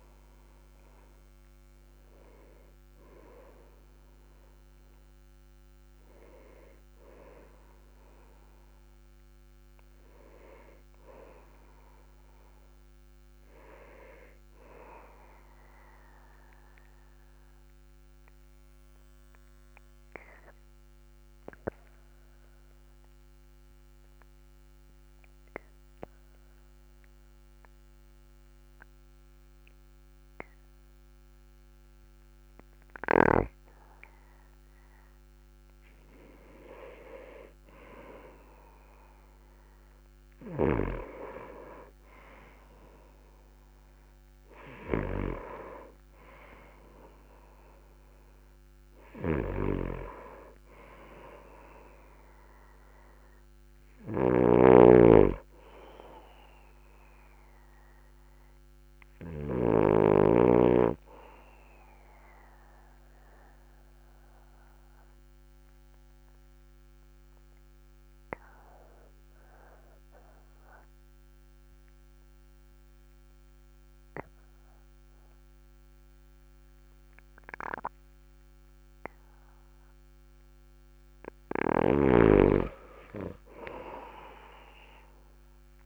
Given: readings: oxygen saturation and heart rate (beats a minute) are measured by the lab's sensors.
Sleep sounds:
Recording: breathing in sleep by a microphone on the trachea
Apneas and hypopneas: 2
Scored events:
4.00-22.00 s: oxygen desaturation (device-marked, oxygen 98% before, 89% lowest, heart rate 48 before, 44 extreme)
13.00-85.86 s: new sleep stage, N2 (light sleep)
16.50-35.00 s: obstructive apnea (oxygen 99% before, 89% lowest, heart rate 49 before, 43 extreme, up 1 after)
37.50-41.00 s: arousal
54.50-60.50 s: snoring (device-marked)
62.50-81.00 s: obstructive apnea (oxygen 99% before, 96% lowest, heart rate 46 before, 39 extreme, up 9 after)
83.50-85.86 s: arousal
From the record:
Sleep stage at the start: N1 (lightest sleep)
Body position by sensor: on the back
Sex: male

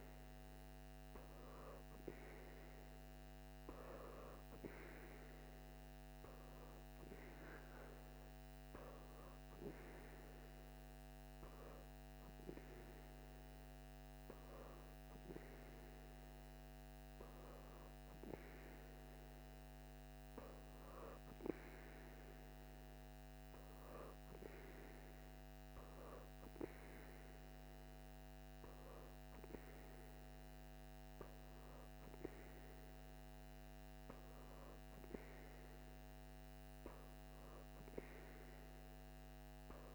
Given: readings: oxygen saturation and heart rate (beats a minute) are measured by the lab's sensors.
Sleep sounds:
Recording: breathing in sleep by a microphone on the trachea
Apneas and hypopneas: none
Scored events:
none scored
From the record:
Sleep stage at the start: N3 (deep sleep)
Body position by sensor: on the back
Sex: female

